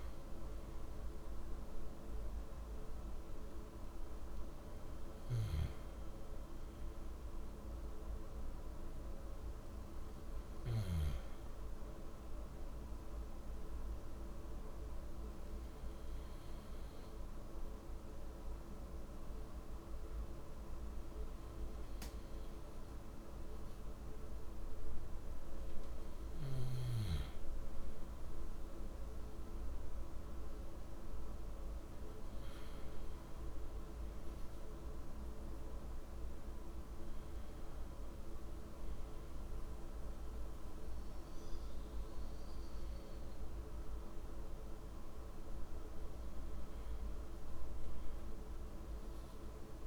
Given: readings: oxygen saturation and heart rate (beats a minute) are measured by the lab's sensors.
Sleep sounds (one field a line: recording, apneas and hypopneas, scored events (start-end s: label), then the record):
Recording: breathing in sleep, hard to hear, by a room microphone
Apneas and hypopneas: none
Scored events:
none scored
From the record:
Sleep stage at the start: N2 (light sleep)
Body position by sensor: on the back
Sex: male